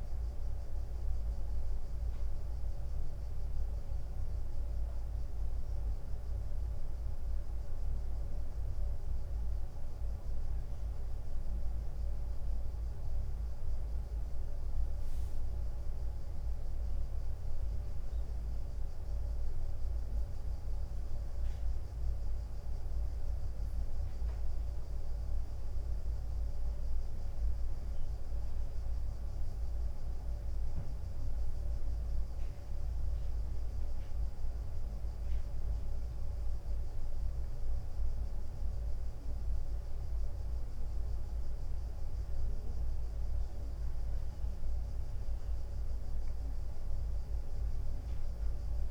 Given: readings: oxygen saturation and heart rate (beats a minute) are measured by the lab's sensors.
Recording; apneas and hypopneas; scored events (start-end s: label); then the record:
breathing in sleep, hard to hear, by a room microphone; 1
0.00-6.00 s: drop in pulse transit time (device-marked, heart rate 94 extreme)
14.50-25.50 s: hypopnea (oxygen 96% before, 94% lowest, heart rate 95 before, 94 extreme, up 1 after)
28.00-32.50 s: arousal
44.00-48.91 s: oxygen desaturation (device-marked, oxygen 98% before, 94% lowest, heart rate 95 before, 95 extreme)
From the record:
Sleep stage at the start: N1 (lightest sleep); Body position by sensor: on the right side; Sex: male